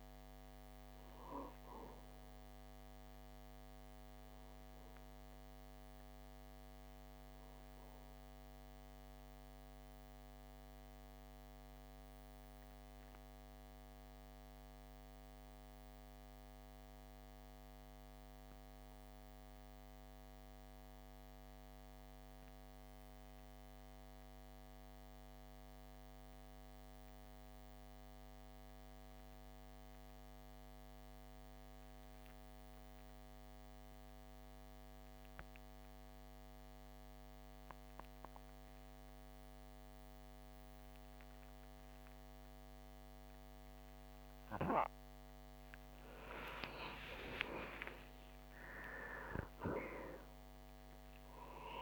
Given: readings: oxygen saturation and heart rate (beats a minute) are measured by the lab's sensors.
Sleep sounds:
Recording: breathing in sleep by a microphone on the trachea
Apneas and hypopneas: 1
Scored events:
0.00-16.50 s: oxygen desaturation (device-marked, oxygen 93% lowest)
5.00-45.00 s: mixed apnea (oxygen 98% before, 90% lowest)
37.50-51.81 s: oxygen desaturation (device-marked, oxygen 98% before, 90% lowest)
45.50-49.00 s: arousal
From the record:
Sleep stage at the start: N2 (light sleep)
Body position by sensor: on the back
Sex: male

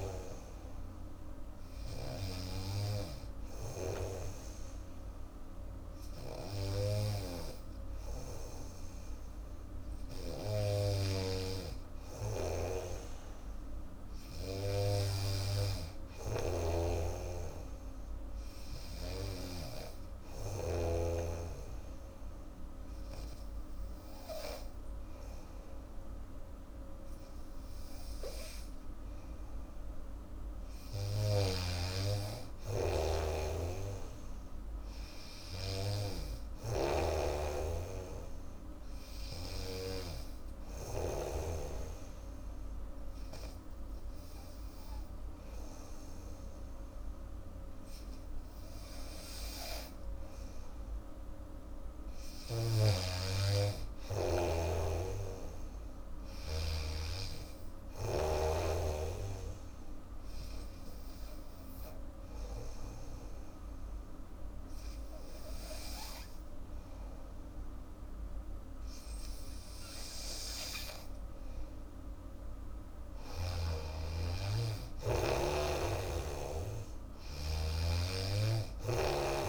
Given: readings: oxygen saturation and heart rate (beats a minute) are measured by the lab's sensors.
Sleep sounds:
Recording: breathing in sleep by a room microphone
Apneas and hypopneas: 3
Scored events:
0.00-2.50 s: snoring (device-marked)
0.50-4.00 s: arousal
11.00-21.00 s: snoring (device-marked)
18.00-30.50 s: hypopnea (oxygen 97% before, 92% lowest, heart rate 79 before, 77 extreme, up 4 after)
30.50-33.00 s: arousal
31.00-41.00 s: snoring (device-marked)
39.50-50.50 s: obstructive apnea (oxygen 96% before, 92% lowest, heart rate 81 before, 76 extreme, up 0 after)
52.50-56.00 s: arousal
52.50-56.50 s: snoring (device-marked)
56.50-65.50 s: oxygen desaturation (device-marked, oxygen 97% before, 93% lowest, heart rate 79 before, 77 extreme)
59.50-73.00 s: obstructive apnea (oxygen 97% before, 92% lowest, heart rate 79 before, 77 extreme, up 6 after)
73.50-79.48 s: oxygen desaturation (device-marked, oxygen 96% before, 92% lowest, heart rate 78 before, 77 extreme)
75.00-78.50 s: arousal
75.50-79.48 s: snoring (device-marked)
From the record:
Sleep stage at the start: N2 (light sleep)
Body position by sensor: on the back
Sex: female

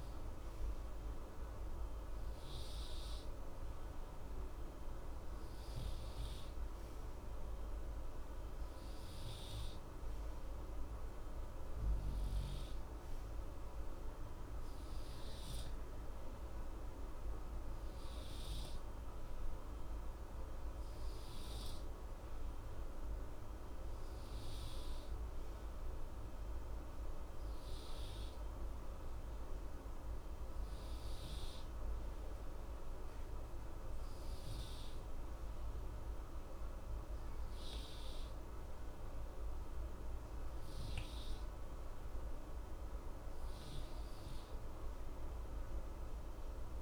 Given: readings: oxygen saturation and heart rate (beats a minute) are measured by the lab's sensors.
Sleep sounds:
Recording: breathing in sleep, hard to hear, by a room microphone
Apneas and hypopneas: none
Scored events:
none scored
From the record:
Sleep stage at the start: N2 (light sleep)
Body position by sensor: on the right side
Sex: male

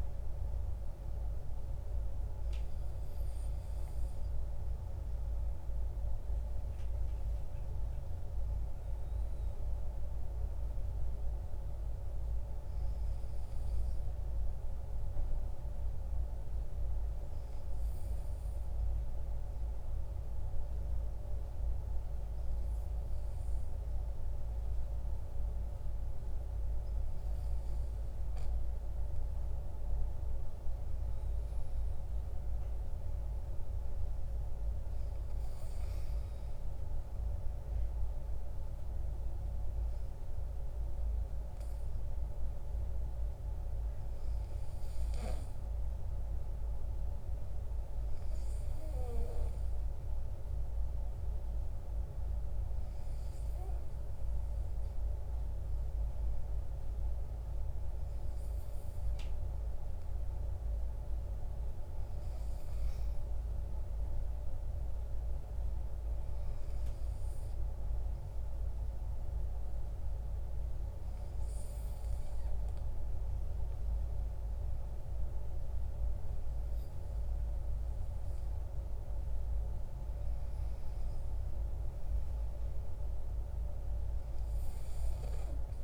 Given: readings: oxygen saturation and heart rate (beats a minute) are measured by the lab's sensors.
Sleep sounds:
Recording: breathing in sleep, hard to hear, by a room microphone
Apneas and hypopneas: 3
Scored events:
17.00-30.00 s: obstructive apnea (oxygen 96% before, 94% lowest, heart rate 62 before, 53 extreme, up 20 after)
31.50-35.00 s: arousal
50.00-61.50 s: hypopnea (oxygen 96% before, 94% lowest, heart rate 65 before, 54 extreme, up 12 after)
63.00-66.00 s: arousal
69.00-79.00 s: obstructive apnea (oxygen 96% before, 94% lowest, heart rate 60 before, 53 extreme, up 14 after)
80.50-84.50 s: arousal
From the record:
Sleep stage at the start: N2 (light sleep)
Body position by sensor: on the back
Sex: male

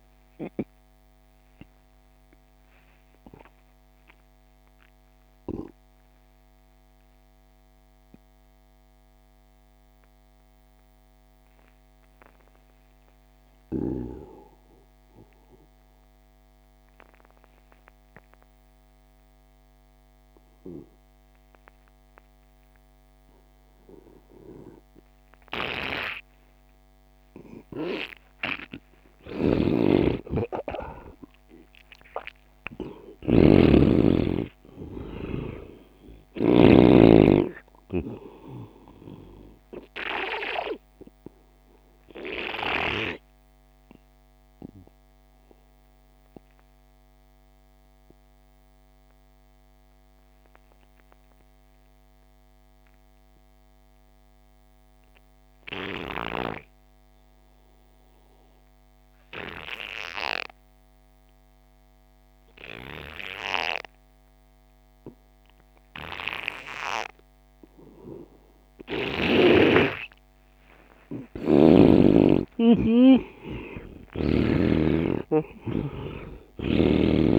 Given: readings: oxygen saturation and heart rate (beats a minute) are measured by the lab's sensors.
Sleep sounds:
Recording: breathing in sleep by a microphone on the trachea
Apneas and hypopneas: 2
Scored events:
0.00-13.50 s: oxygen desaturation (device-marked, oxygen 91% lowest)
3.50-29.50 s: mixed apnea (oxygen 99% before, 82% lowest)
27.50-53.50 s: oxygen desaturation (device-marked, oxygen 99% before, 87% lowest)
29.50-37.00 s: snoring (device-marked)
31.00-35.00 s: arousal
42.50-69.50 s: mixed apnea (oxygen 99% before, 82% lowest)
64.50-77.39 s: oxygen desaturation (device-marked, oxygen 99% before, 82% lowest)
71.50-75.00 s: arousal
From the record:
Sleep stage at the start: N2 (light sleep)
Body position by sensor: on the right side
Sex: male

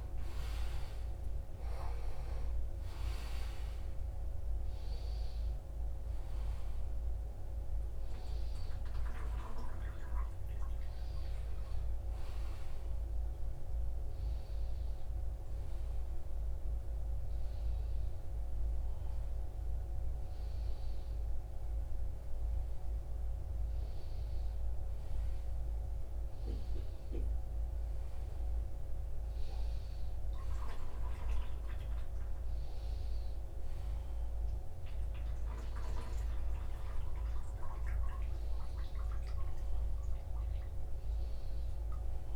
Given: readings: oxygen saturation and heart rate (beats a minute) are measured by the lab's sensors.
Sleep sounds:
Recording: a person awake in a sleep study, by a room microphone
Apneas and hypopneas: none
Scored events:
0.00-1.00 s: long interval between heartbeats (device-marked, heart rate 114 extreme)
From the record:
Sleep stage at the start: awake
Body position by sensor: upright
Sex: male

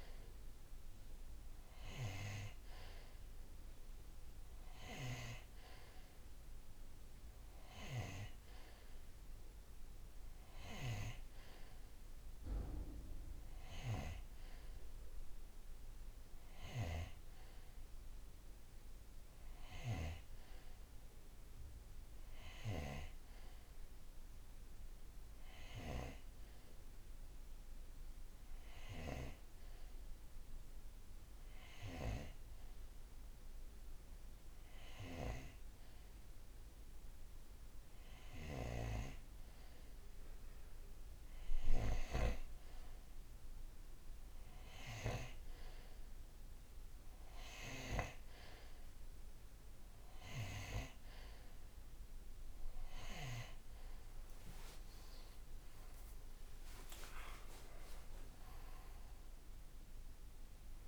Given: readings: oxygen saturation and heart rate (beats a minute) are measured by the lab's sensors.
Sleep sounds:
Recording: breathing in sleep by a room microphone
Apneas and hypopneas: none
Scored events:
56.50-60.88 s: arousal
From the record:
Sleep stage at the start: N2 (light sleep)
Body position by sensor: on the right side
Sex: male

